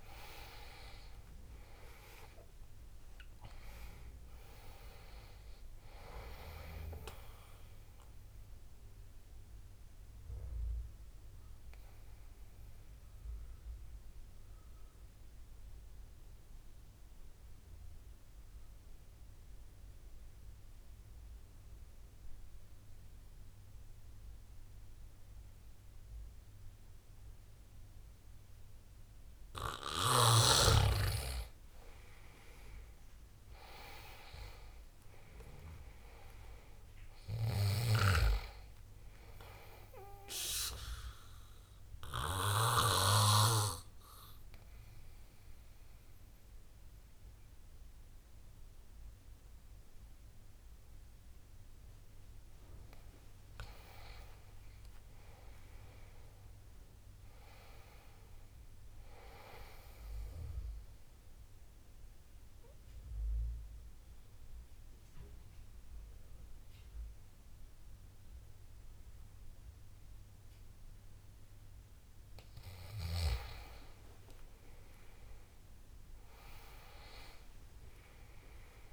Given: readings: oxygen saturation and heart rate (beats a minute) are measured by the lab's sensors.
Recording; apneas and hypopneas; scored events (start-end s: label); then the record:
breathing in sleep by a room microphone; 3
0.00-1.00 s: arousal
0.00-26.00 s: oxygen desaturation (device-marked, oxygen 78% lowest, heart rate 71 extreme)
10.50-29.50 s: obstructive apnea (oxygen 97% before, 78% lowest, heart rate 82 before, 71 extreme, up 9 after)
32.00-35.50 s: arousal
37.00-57.00 s: oxygen desaturation (device-marked, oxygen 98% before, 85% lowest, heart rate 74 before, 70 extreme)
41.00-53.00 s: obstructive apnea (oxygen 98% before, 85% lowest, heart rate 75 before, 70 extreme, up 12 after)
55.00-57.50 s: arousal
62.00-73.50 s: obstructive apnea (oxygen 97% before, 85% lowest, heart rate 77 before, 69 extreme, up 14 after)
76.00-78.93 s: arousal
From the record:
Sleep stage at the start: N2 (light sleep); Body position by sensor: on the back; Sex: male